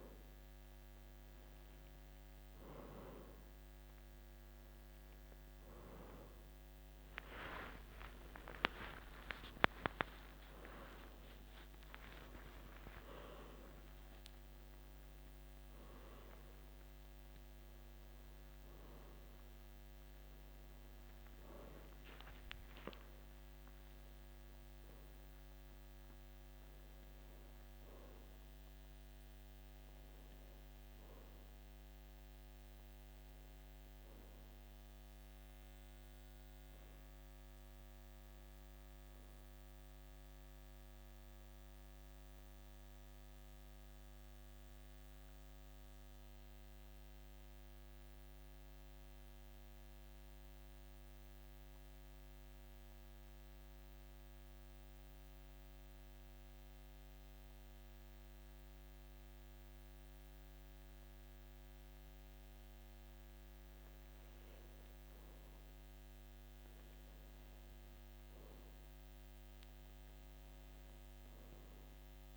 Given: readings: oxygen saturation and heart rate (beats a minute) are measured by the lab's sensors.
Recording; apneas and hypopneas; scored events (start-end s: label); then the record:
breathing in sleep by a microphone on the trachea; 1
0.00-21.50 s: oxygen desaturation (device-marked, oxygen 94% lowest, heart rate 52 extreme)
7.00-12.50 s: arousal
23.50-51.50 s: oxygen desaturation (device-marked, oxygen 96% before, 91% lowest, heart rate 55 before, 51 extreme)
42.00-63.50 s: mixed apnea (oxygen 96% before, 91% lowest, heart rate 55 before, 51 extreme, up 3 after)
67.00-71.50 s: arousal
From the record:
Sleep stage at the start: REM sleep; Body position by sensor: on the back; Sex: male